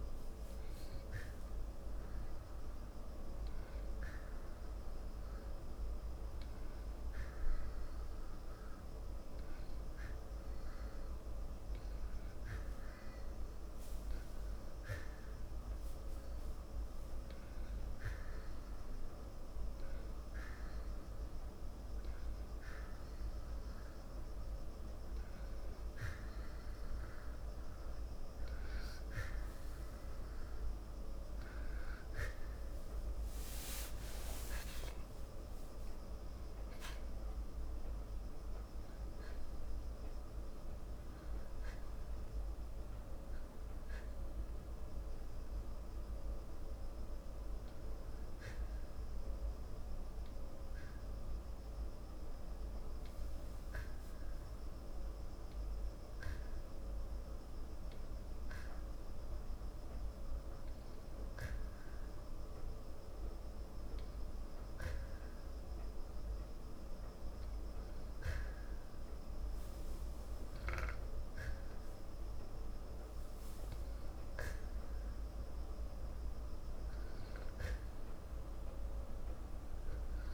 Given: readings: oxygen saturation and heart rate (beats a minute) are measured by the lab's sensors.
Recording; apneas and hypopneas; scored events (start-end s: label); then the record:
breathing in sleep, hard to hear, by a room microphone; none
34.50-39.00 s: arousal
From the record:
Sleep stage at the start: N2 (light sleep); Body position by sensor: on the back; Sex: male